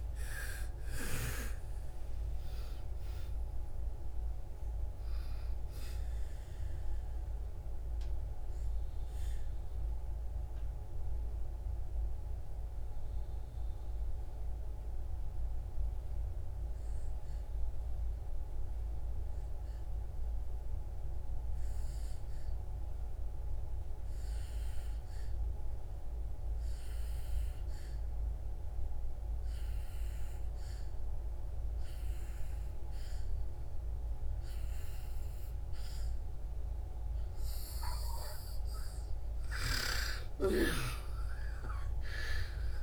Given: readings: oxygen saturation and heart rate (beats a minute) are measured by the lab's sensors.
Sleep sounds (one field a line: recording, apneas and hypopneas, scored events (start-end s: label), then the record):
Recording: breathing in sleep by a room microphone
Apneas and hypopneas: 1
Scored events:
0.00-1.00 s: arousal
0.00-23.50 s: oxygen desaturation (device-marked, oxygen 77% lowest)
7.00-37.50 s: obstructive apnea (oxygen 99% before, 77% lowest)
25.50-42.83 s: oxygen desaturation (device-marked, oxygen 99% before, 79% lowest)
40.00-42.83 s: arousal
From the record:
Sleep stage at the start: N2 (light sleep)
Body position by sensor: on the back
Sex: female